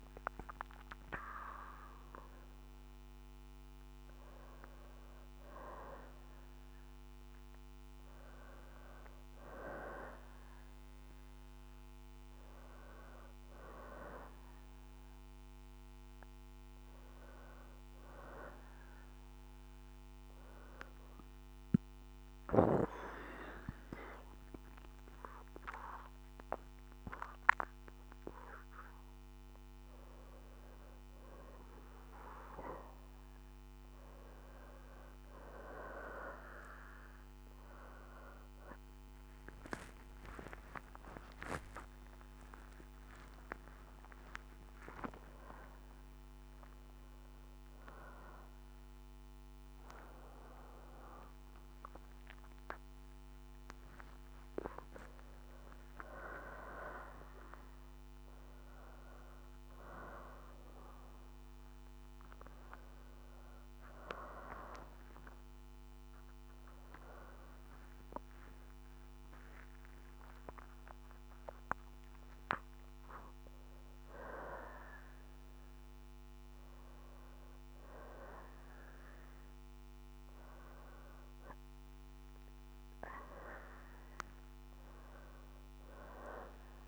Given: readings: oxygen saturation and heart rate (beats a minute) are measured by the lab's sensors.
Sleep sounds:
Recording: a person awake in a sleep study, by a microphone on the trachea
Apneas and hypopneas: none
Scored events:
38.50-46.50 s: oxygen desaturation (device-marked, oxygen 96% before, 93% lowest, heart rate 69 before, 64 extreme)
From the record:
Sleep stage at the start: awake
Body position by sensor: on the back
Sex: female

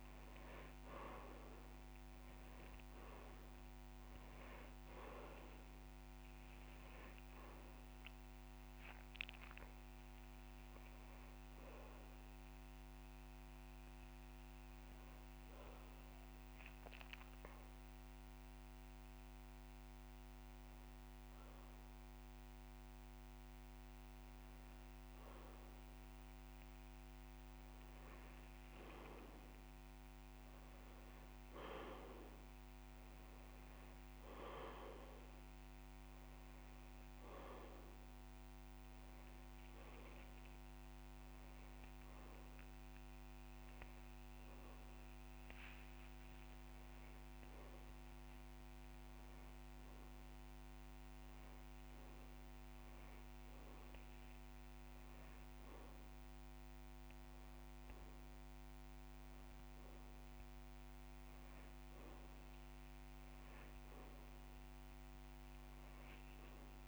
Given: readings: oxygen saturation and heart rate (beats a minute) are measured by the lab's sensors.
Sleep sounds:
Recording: breathing in sleep, hard to hear, by a microphone on the trachea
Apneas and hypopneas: 1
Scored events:
0.00-3.00 s: arousal
7.50-24.50 s: oxygen desaturation (device-marked, oxygen 98% before, 95% lowest)
14.00-24.50 s: hypopnea (oxygen 98% before, 94% lowest)
26.00-29.50 s: arousal
34.50-53.50 s: oxygen desaturation (device-marked, oxygen 98% before, 94% lowest)
37.50-39.50 s: drop in pulse transit time (device-marked)
46.00-48.00 s: long interval between heartbeats (device-marked)
51.50-55.50 s: drop in pulse transit time (device-marked)
52.50-54.50 s: long interval between heartbeats (device-marked)
From the record:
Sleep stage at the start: N2 (light sleep)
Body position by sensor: on the back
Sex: male

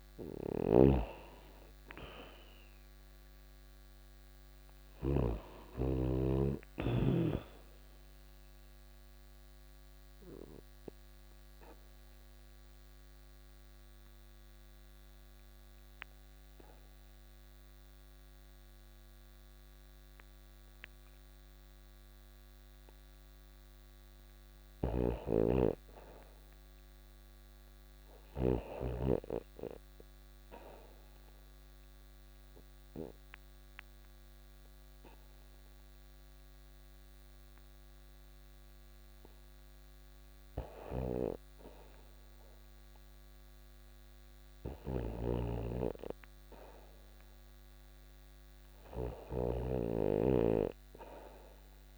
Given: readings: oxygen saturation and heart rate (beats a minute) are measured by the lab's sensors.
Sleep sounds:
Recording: breathing in sleep by a microphone on the trachea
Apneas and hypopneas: 2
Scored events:
0.00-4.50 s: snoring (device-marked)
0.00-5.50 s: oxygen desaturation (device-marked, oxygen 84% lowest, heart rate 86 extreme)
8.00-23.50 s: obstructive apnea (oxygen 97% before, 75% lowest, heart rate 90 before, 85 extreme, up 0 after)
23.50-27.50 s: snoring (device-marked)
23.50-43.50 s: oxygen desaturation (device-marked, oxygen 97% before, 86% lowest, heart rate 88 before, 85 extreme)
25.50-28.50 s: arousal
30.00-41.50 s: obstructive apnea (oxygen 97% before, 75% lowest, heart rate 88 before, 86 extreme, up 1 after)
40.00-51.98 s: snoring (device-marked)
44.00-48.00 s: arousal
48.50-51.98 s: oxygen desaturation (device-marked, oxygen 89% before, 83% lowest, heart rate 86 before, 87 extreme)
From the record:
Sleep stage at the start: REM sleep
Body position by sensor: on the back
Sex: female

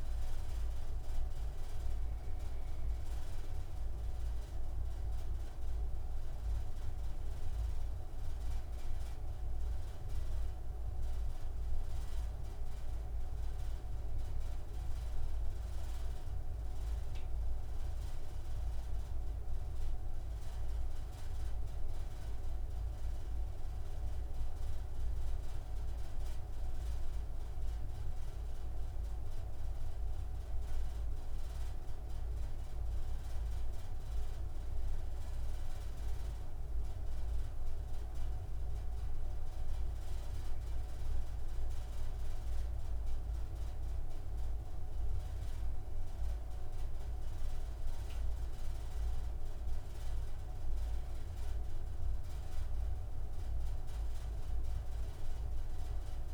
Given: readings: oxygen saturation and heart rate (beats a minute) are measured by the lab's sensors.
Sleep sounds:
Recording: breathing in sleep, hard to hear, by a room microphone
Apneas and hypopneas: none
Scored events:
none scored
From the record:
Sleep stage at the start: N2 (light sleep)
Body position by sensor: on the right side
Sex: male

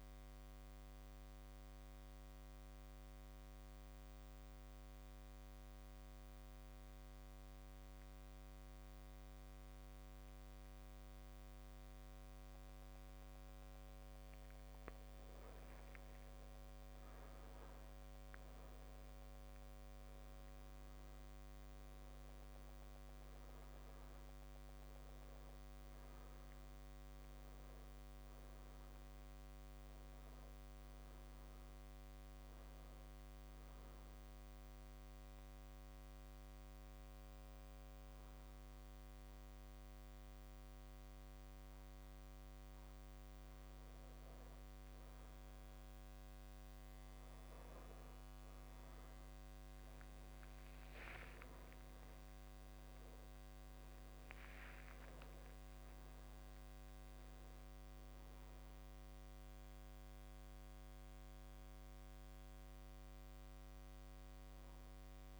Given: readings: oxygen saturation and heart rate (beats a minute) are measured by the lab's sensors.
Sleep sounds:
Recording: breathing in sleep, hard to hear, by a microphone on the trachea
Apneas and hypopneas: 2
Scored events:
1.50-14.50 s: central apnea (oxygen 99% before, 96% lowest)
8.00-10.00 s: long interval between heartbeats (device-marked)
17.00-20.50 s: arousal
23.00-25.00 s: long interval between heartbeats (device-marked)
26.50-28.50 s: drop in pulse transit time (device-marked)
30.00-32.00 s: long interval between heartbeats (device-marked)
33.00-44.00 s: mixed apnea (oxygen 99% before, 96% lowest)
49.00-53.50 s: arousal
50.00-52.00 s: long interval between heartbeats (device-marked)
From the record:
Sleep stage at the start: N2 (light sleep)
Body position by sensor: on the back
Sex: male

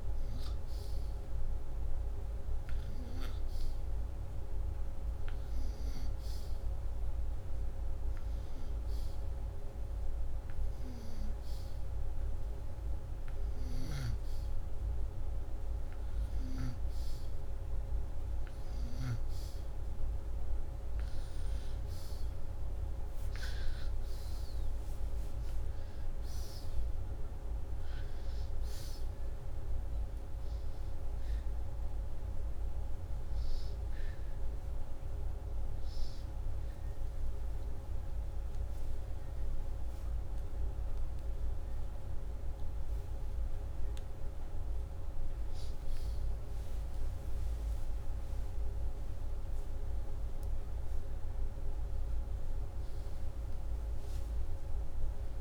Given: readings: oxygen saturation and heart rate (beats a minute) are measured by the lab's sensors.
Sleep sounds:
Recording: a person partly awake in a sleep study, hard to hear, by a room microphone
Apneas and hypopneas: none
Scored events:
39.00-55.41 s: new sleep stage, awake
From the record:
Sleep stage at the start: N2 (light sleep)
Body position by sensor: upright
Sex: male

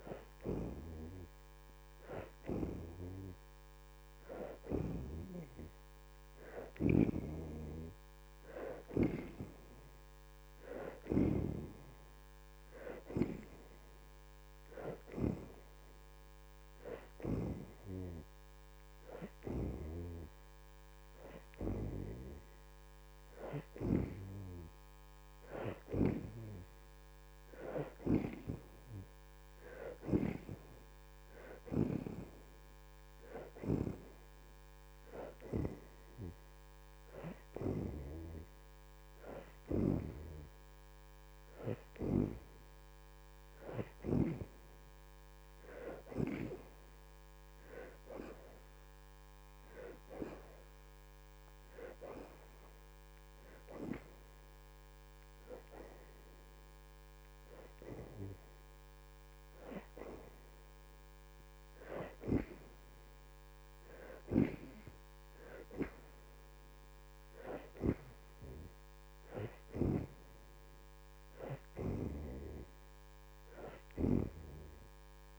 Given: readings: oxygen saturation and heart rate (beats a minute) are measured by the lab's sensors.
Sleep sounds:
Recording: breathing in sleep by a microphone on the trachea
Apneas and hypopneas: none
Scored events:
0.00-7.50 s: oxygen desaturation (device-marked, oxygen 70% lowest, heart rate 84 extreme)
38.50-45.50 s: oxygen desaturation (device-marked, oxygen 71% before, 66% lowest, heart rate 86 before, 83 extreme)
54.50-66.50 s: oxygen desaturation (device-marked, oxygen 71% before, 65% lowest, heart rate 86 before, 83 extreme)
71.50-75.39 s: oxygen desaturation (device-marked, oxygen 74% before, 67% lowest, heart rate 86 before, 86 extreme)
From the record:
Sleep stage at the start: N2 (light sleep)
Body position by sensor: on the back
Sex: female

